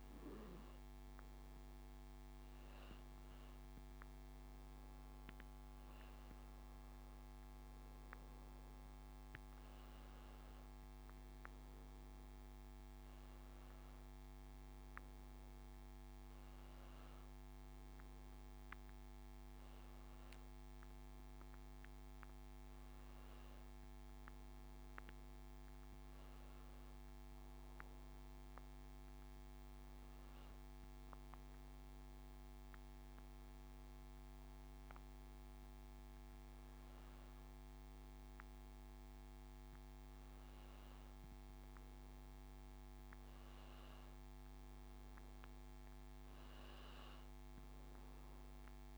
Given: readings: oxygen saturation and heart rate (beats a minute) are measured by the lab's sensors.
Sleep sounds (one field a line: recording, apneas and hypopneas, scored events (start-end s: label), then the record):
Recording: breathing in sleep, hard to hear, by a microphone on the trachea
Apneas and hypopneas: none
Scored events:
none scored
From the record:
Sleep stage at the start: N2 (light sleep)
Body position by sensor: on the back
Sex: male